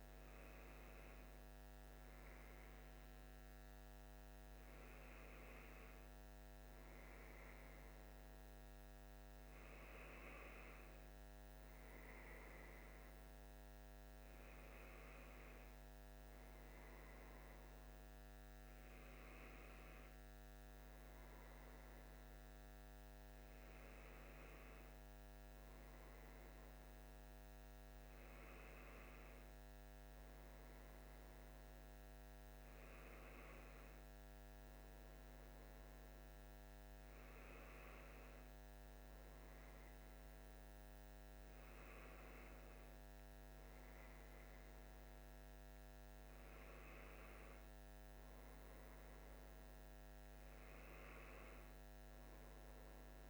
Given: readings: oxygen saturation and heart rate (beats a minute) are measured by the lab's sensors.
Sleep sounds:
breathing in sleep, hard to hear, by a microphone on the trachea; none
none scored
From the record:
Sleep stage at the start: N1 (lightest sleep); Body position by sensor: on the left side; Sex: male

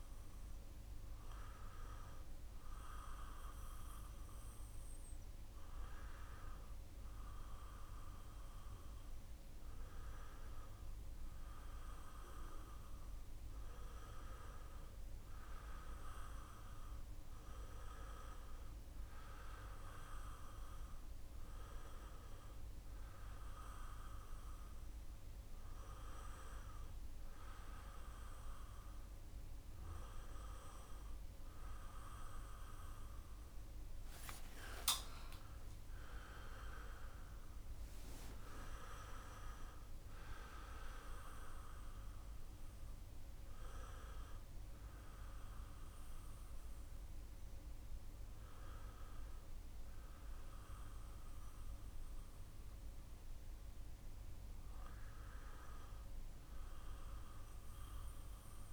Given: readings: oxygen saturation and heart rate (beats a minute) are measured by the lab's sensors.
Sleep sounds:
breathing in sleep by a room microphone; none
none scored
From the record:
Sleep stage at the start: N2 (light sleep); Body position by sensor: on the back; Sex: male

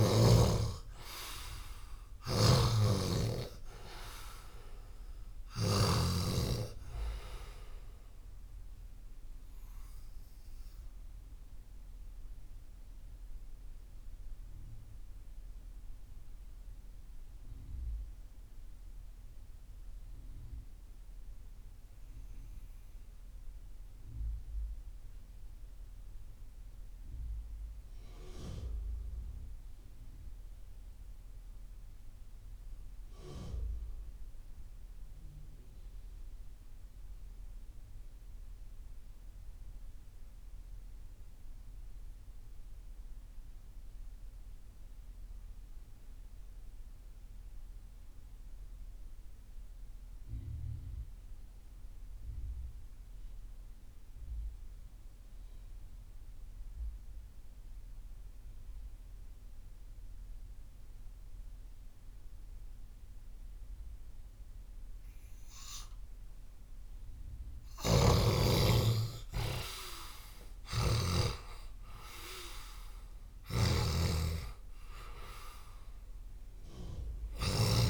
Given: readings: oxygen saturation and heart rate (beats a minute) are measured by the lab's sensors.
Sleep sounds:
breathing in sleep by a room microphone; 1
0.00-1.50 s: arousal
0.00-5.50 s: snoring (device-marked)
0.00-24.00 s: oxygen desaturation (device-marked, oxygen 76% lowest)
10.50-67.00 s: mixed apnea (oxygen 95% before, 68% lowest)
43.00-77.90 s: oxygen desaturation (device-marked, oxygen 96% before, 68% lowest)
69.00-72.50 s: arousal
70.00-77.50 s: snoring (device-marked)
From the record:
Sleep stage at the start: REM sleep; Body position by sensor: on the left side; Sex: male

